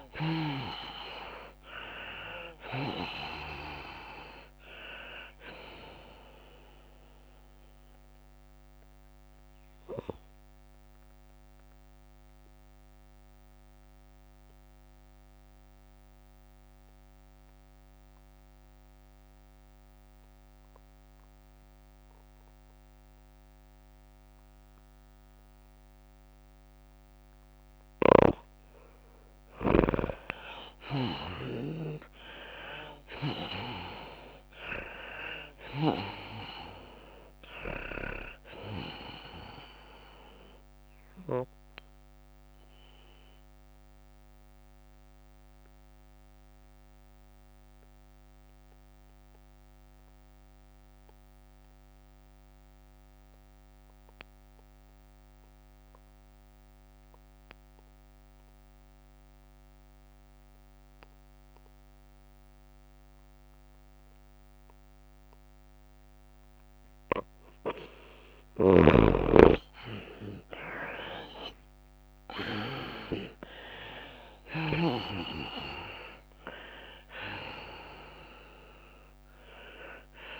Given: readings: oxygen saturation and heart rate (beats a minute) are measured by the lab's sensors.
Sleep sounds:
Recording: breathing in sleep by a microphone on the trachea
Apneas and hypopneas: 2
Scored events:
0.00-1.00 s: snoring (device-marked)
0.00-2.50 s: arousal
0.00-12.00 s: tachycardia (device-marked, heart rate 108 extreme)
0.00-19.00 s: drop in pulse transit time (device-marked, heart rate 96 before, 99 extreme)
0.00-21.00 s: oxygen desaturation (device-marked, oxygen 79% lowest, heart rate 95 extreme)
10.50-30.00 s: mixed apnea (oxygen 98% before, 79% lowest, heart rate 100 before, 95 extreme, up 8 after)
31.00-49.00 s: tachycardia (device-marked, heart rate 102 before, 105 extreme)
31.50-35.00 s: arousal
32.00-52.00 s: oxygen desaturation (device-marked, oxygen 99% before, 83% lowest, heart rate 98 before, 96 extreme)
36.00-50.00 s: drop in pulse transit time (device-marked, heart rate 98 before, 102 extreme)
44.00-68.00 s: mixed apnea (oxygen 99% before, 81% lowest, heart rate 100 before, 96 extreme, up 7 after)
65.00-80.40 s: oxygen desaturation (device-marked, oxygen 98% before, 82% lowest, heart rate 100 before, 97 extreme)
69.00-75.50 s: snoring (device-marked)
70.00-80.40 s: tachycardia (device-marked, heart rate 102 before, 106 extreme)
73.00-77.50 s: arousal
73.00-80.40 s: drop in pulse transit time (device-marked, heart rate 97 before, 101 extreme)
From the record:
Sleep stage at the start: N2 (light sleep)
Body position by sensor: on the left side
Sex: female

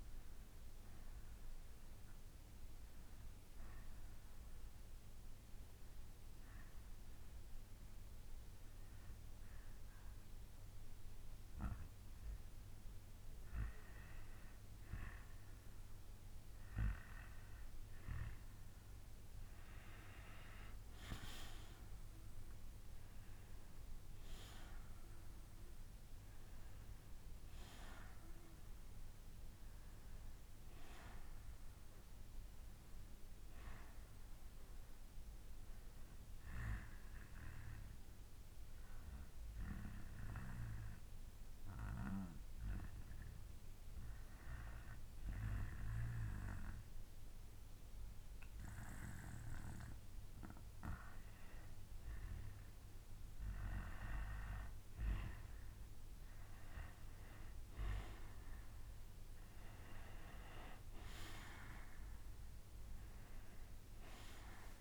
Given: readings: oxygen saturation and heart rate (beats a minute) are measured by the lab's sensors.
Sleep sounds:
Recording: breathing in sleep by a room microphone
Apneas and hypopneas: 2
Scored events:
2.00-13.00 s: obstructive apnea (oxygen 94% before, 90% lowest, heart rate 63 before, 51 extreme, up 3 after)
15.50-18.50 s: arousal
17.00-42.00 s: oxygen desaturation (device-marked, oxygen 94% before, 90% lowest, heart rate 65 before, 51 extreme)
24.00-28.00 s: bradycardia (device-marked, heart rate 65 before, 59 extreme)
30.00-39.00 s: bradycardia (device-marked, heart rate 65 before, 51 extreme)
36.50-49.50 s: obstructive apnea (oxygen 94% before, 90% lowest, heart rate 62 before, 58 extreme, up 10 after)
51.50-54.50 s: arousal
53.00-59.00 s: bradycardia (device-marked, heart rate 65 before, 58 extreme)
56.00-64.81 s: oxygen desaturation (device-marked, oxygen 95% before, 90% lowest, heart rate 62 before, 56 extreme)
From the record:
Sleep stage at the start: N2 (light sleep)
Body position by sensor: on the back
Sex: male

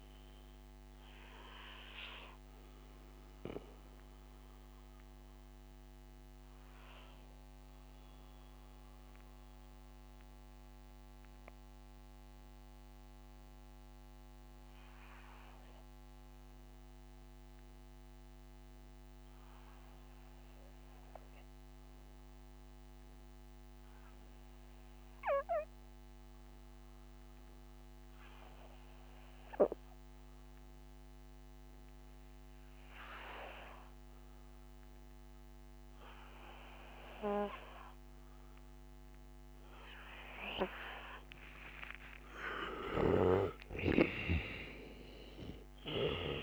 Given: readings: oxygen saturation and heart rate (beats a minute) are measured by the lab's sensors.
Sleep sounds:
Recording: breathing in sleep by a microphone on the trachea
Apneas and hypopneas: 1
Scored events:
0.00-21.50 s: oxygen desaturation (device-marked, oxygen 84% lowest, heart rate 56 extreme)
2.50-40.50 s: mixed apnea (oxygen 98% before, 80% lowest, heart rate 63 before, 56 extreme, up 9 after)
35.50-46.43 s: oxygen desaturation (device-marked, oxygen 97% before, 80% lowest, heart rate 62 before, 56 extreme)
41.50-46.43 s: arousal
From the record:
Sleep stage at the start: N2 (light sleep)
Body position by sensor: on the back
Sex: male

